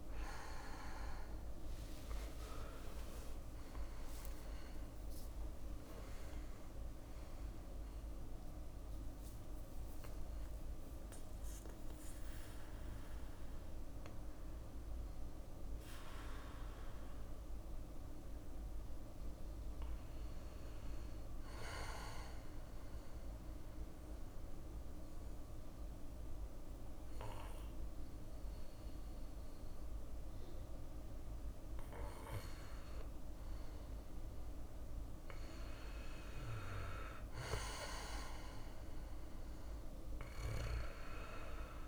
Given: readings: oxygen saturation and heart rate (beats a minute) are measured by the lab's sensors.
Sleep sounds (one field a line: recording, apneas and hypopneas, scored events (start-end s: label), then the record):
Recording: breathing in sleep by a room microphone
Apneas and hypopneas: 1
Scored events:
0.50-5.00 s: arousal
19.00-41.88 s: bradycardia (device-marked, heart rate 60 before, 57 extreme)
21.00-33.50 s: obstructive apnea (oxygen 97% before, 93% lowest, heart rate 63 before, 57 extreme, up 2 after)
36.50-40.00 s: arousal
From the record:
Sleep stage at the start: N2 (light sleep)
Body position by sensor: on the back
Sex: male